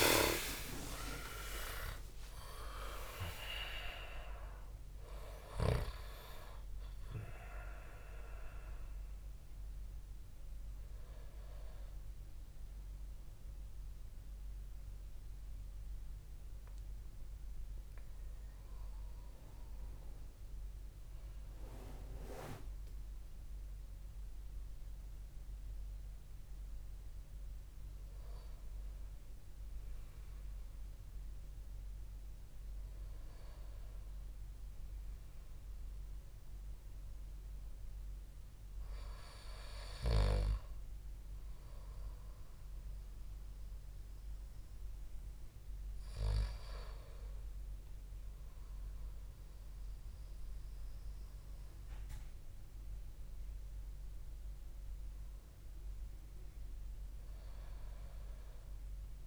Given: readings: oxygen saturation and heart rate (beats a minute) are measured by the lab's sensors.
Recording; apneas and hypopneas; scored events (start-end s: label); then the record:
breathing in sleep by a room microphone; none
0.00-1.50 s: long interval between heartbeats (device-marked, heart rate 81 extreme)
0.00-3.00 s: arousal
8.50-27.50 s: oxygen desaturation (device-marked, oxygen 98% before, 90% lowest, heart rate 69 before, 60 extreme)
From the record:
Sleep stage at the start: N1 (lightest sleep); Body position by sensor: on the back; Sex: male